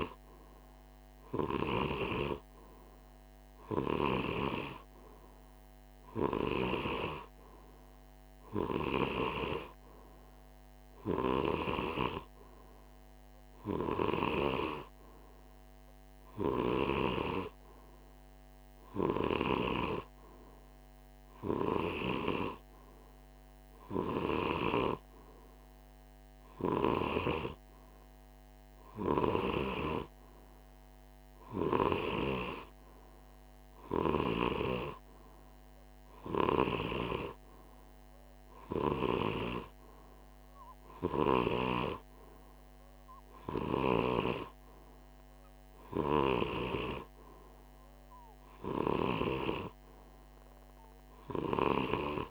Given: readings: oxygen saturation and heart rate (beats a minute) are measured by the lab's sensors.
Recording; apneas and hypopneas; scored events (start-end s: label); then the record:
breathing in sleep by a microphone on the trachea; none
none scored
From the record:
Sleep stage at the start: N2 (light sleep); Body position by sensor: on the right side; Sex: male